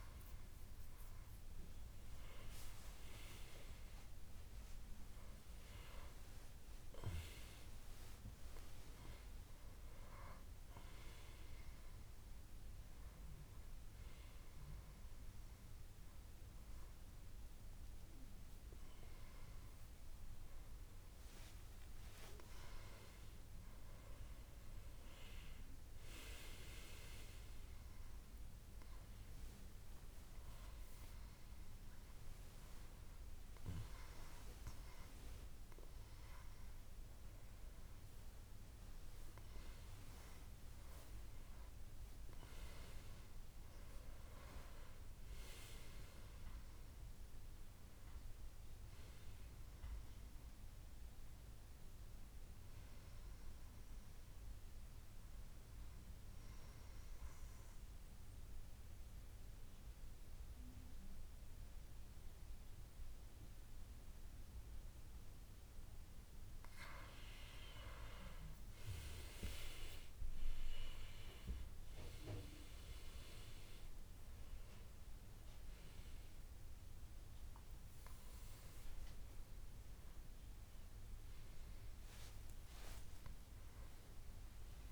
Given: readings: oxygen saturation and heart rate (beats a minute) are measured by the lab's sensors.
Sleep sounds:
breathing in sleep by a room microphone; 1
5.00-8.00 s: arousal
55.00-57.00 s: long interval between heartbeats (device-marked, heart rate 83 before, 77 extreme)
57.00-67.50 s: obstructive apnea (oxygen 97% before, 93% lowest, heart rate 82 before, 69 extreme, up 10 after)
58.50-60.50 s: long interval between heartbeats (device-marked, heart rate 81 before, 74 extreme)
70.50-84.91 s: oxygen desaturation (device-marked, oxygen 97% before, 93% lowest, heart rate 74 before, 69 extreme)
71.00-75.00 s: arousal
From the record:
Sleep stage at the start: N2 (light sleep); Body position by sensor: on the back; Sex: male

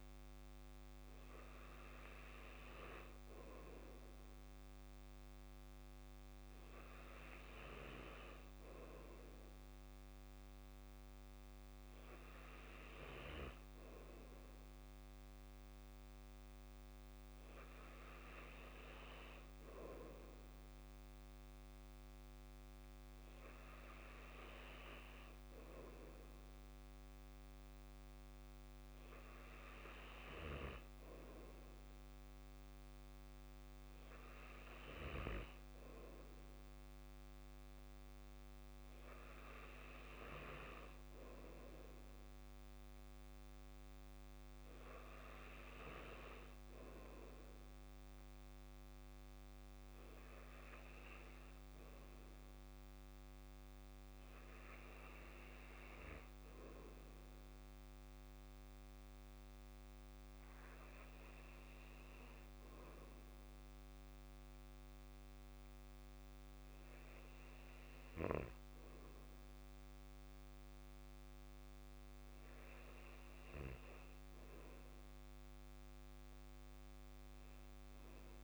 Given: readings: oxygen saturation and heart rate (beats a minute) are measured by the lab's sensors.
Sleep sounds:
breathing in sleep by a microphone on the trachea; none
none scored
From the record:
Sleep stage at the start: N2 (light sleep); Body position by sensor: on the back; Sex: male

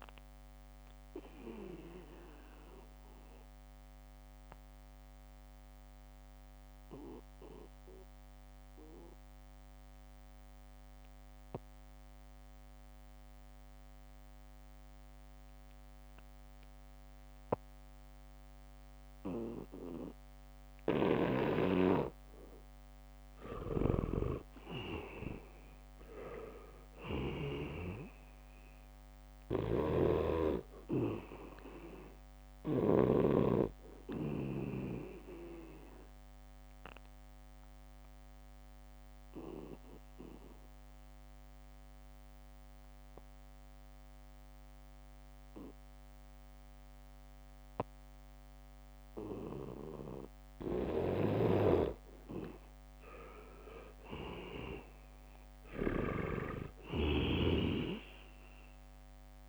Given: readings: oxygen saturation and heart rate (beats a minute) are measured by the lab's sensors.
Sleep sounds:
breathing in sleep by a microphone on the trachea; 2
0.00-19.50 s: oxygen desaturation (device-marked, oxygen 82% lowest, heart rate 72 extreme)
1.00-21.50 s: obstructive apnea (oxygen 98% before, 82% lowest, heart rate 76 before, 72 extreme, up 1 after)
21.50-44.50 s: oxygen desaturation (device-marked, oxygen 99% before, 82% lowest, heart rate 75 before, 75 extreme)
23.50-27.00 s: arousal
24.00-28.00 s: snoring (device-marked)
30.00-33.50 s: snoring (device-marked)
33.00-51.50 s: obstructive apnea (oxygen 99% before, 82% lowest, heart rate 76 before, 76 extreme, up 1 after)
51.50-59.49 s: snoring (device-marked)
53.50-56.50 s: arousal
53.50-59.49 s: oxygen desaturation (device-marked, oxygen 98% before, 83% lowest, heart rate 79 before, 76 extreme)
From the record:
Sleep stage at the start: N2 (light sleep); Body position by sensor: on the back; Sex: male

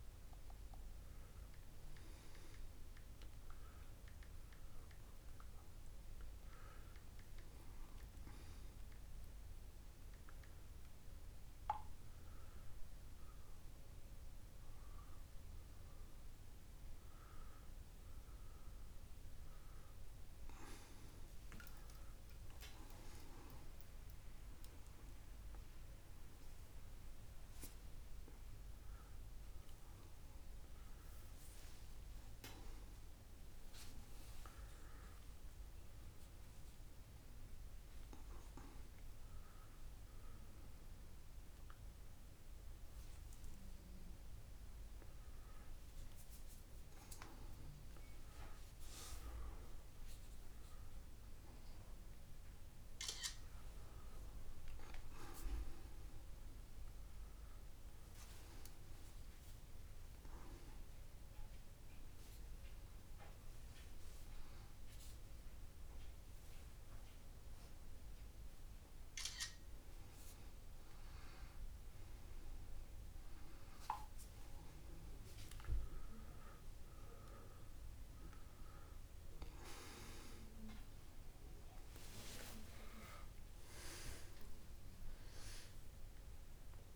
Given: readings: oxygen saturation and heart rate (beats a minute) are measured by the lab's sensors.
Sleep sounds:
a person awake in a sleep study, by a room microphone; none
none scored
From the record:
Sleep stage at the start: awake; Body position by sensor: on the back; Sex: male

